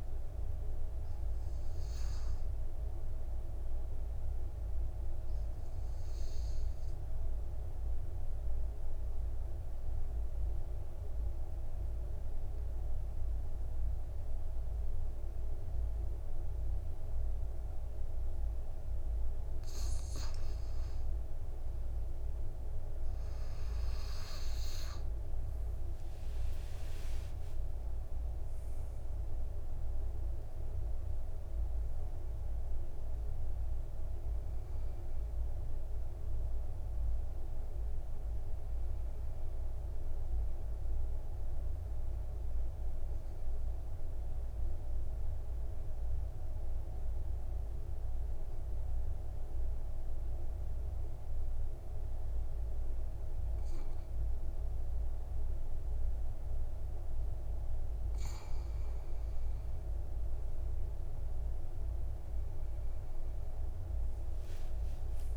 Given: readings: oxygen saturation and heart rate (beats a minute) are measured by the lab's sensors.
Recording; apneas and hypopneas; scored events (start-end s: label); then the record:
breathing in sleep, hard to hear, by a room microphone; 2
5.00-19.50 s: obstructive apnea (oxygen 98% before, 93% lowest, heart rate 61 before, 51 extreme, up 10 after)
24.50-27.50 s: arousal
31.50-40.50 s: oxygen desaturation (device-marked, oxygen 99% before, 93% lowest, heart rate 56 before, 53 extreme)
43.50-58.00 s: mixed apnea (oxygen 99% before, 93% lowest, heart rate 60 before, 46 extreme, up 9 after)
63.00-65.37 s: arousal
From the record:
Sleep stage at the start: N2 (light sleep); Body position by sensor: on the back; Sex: male